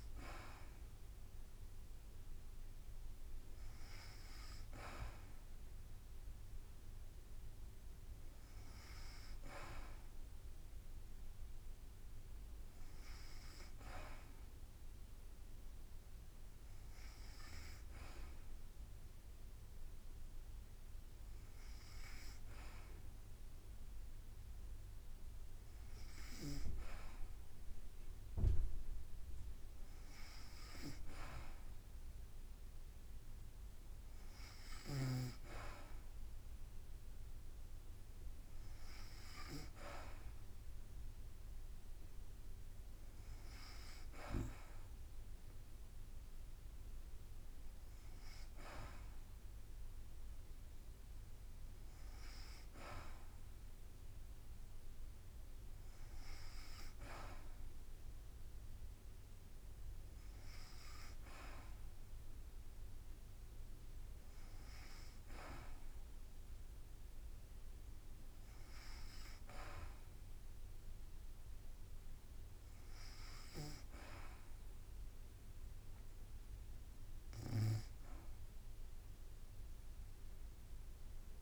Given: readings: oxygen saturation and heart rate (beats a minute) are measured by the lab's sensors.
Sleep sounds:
breathing in sleep by a room microphone; none
none scored
From the record:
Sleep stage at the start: N2 (light sleep); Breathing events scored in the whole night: 102 in 6.1 hours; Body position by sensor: on the back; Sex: female

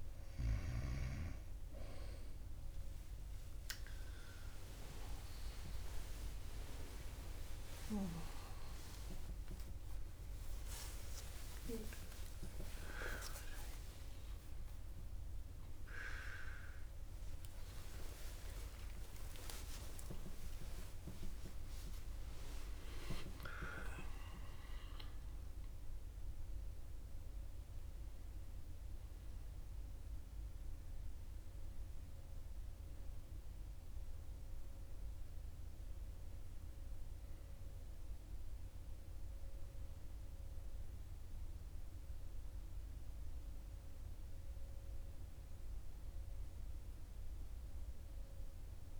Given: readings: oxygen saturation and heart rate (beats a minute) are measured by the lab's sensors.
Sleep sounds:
a person awake in a sleep study, by a room microphone; none
0.00-24.00 s: oxygen desaturation (device-marked, oxygen 92% lowest, heart rate 44 extreme)
25.00-49.00 s: new sleep stage, N1 (lightest sleep)
From the record:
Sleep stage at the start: awake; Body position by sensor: on the right side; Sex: male

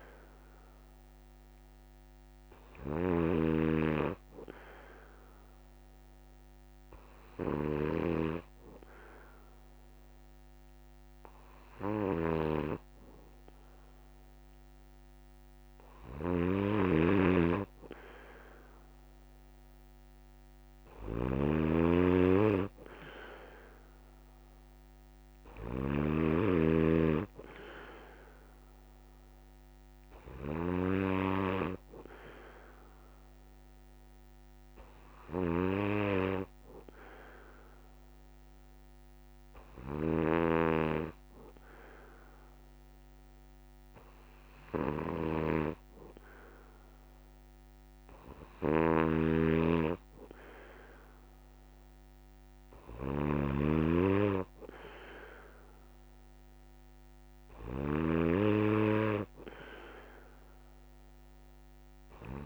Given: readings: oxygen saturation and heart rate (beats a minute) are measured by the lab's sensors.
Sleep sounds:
breathing in sleep by a microphone on the trachea; none
0.00-7.50 s: oxygen desaturation (device-marked, oxygen 93% lowest)
0.00-62.46 s: snoring (device-marked)
39.50-62.46 s: new sleep stage, N3 (deep sleep)
From the record:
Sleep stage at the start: N2 (light sleep); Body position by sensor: on the back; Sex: male

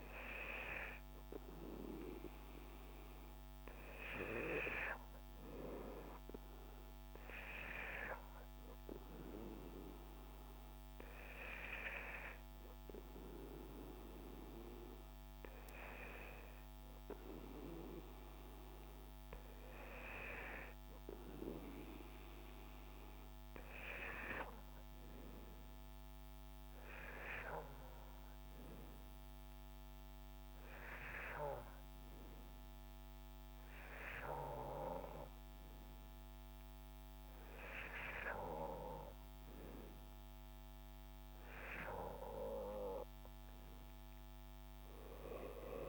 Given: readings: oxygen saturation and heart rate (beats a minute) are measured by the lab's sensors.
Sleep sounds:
breathing in sleep by a microphone on the trachea; 1
10.50-23.50 s: hypopnea (oxygen 96% before, 93% lowest, heart rate 73 before, 68 extreme, up 2 after)
24.00-28.50 s: arousal
44.50-45.89 s: oxygen desaturation (device-marked, oxygen 97% before, 93% lowest, heart rate 70 before, 63 extreme)
From the record:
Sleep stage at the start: N2 (light sleep); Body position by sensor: on the back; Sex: male

